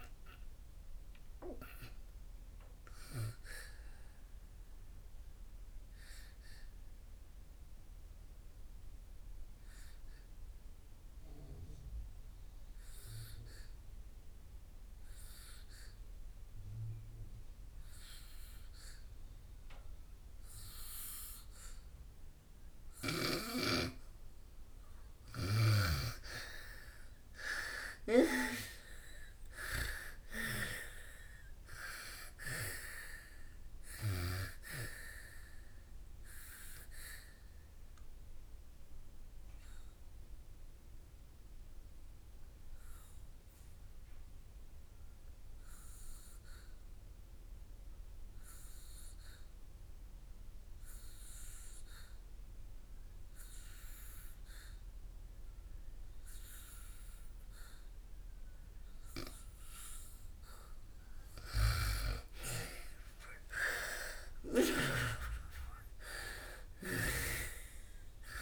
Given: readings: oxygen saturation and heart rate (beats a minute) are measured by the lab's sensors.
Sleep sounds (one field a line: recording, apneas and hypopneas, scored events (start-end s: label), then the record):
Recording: breathing in sleep by a room microphone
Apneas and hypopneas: 2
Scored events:
0.00-21.00 s: oxygen desaturation (device-marked, oxygen 82% lowest, heart rate 52 extreme)
4.50-25.50 s: obstructive apnea (oxygen 98% before, 81% lowest, heart rate 77 before, 52 extreme, up 8 after)
27.00-30.50 s: arousal
27.00-52.00 s: oxygen desaturation (device-marked, oxygen 98% before, 87% lowest, heart rate 63 before, 54 extreme)
35.50-60.00 s: obstructive apnea (oxygen 98% before, 79% lowest, heart rate 59 before, 58 extreme, up 35 after)
54.00-68.42 s: oxygen desaturation (device-marked, oxygen 98% before, 81% lowest, heart rate 65 before, 58 extreme)
61.50-66.50 s: arousal
From the record:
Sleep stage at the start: N2 (light sleep)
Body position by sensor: on the back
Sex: female